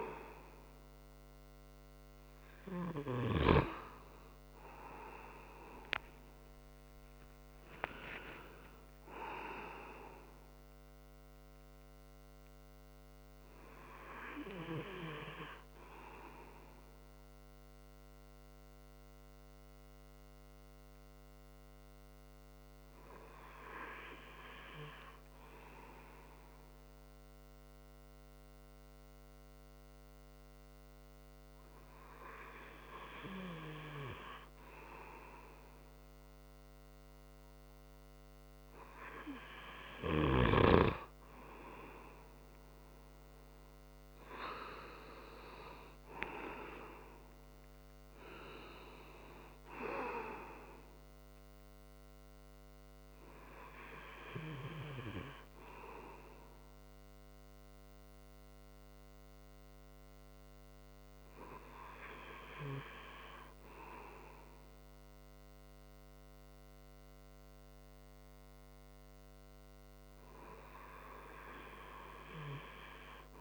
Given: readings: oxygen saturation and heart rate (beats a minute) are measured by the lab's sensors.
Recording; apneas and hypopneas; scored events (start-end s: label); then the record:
breathing in sleep by a microphone on the trachea; 1
5.00-9.00 s: arousal
17.50-33.50 s: hypopnea (oxygen 95% before, 93% lowest)
42.50-46.50 s: arousal
43.50-60.50 s: oxygen desaturation (device-marked, oxygen 97% before, 93% lowest, heart rate 68 before, 64 extreme)
From the record:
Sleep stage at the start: N2 (light sleep); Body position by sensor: on the front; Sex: male